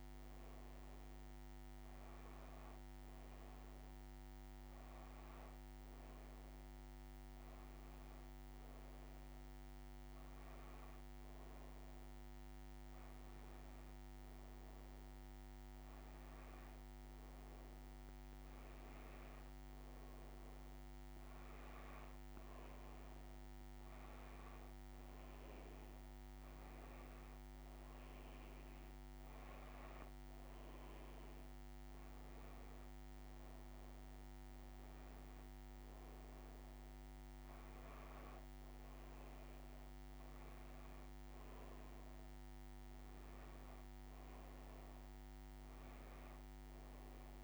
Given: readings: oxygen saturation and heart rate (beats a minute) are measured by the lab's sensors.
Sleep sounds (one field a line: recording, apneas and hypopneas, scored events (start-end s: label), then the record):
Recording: breathing in sleep, hard to hear, by a microphone on the trachea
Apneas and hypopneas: none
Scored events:
none scored
From the record:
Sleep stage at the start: N2 (light sleep)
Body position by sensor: on the back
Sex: female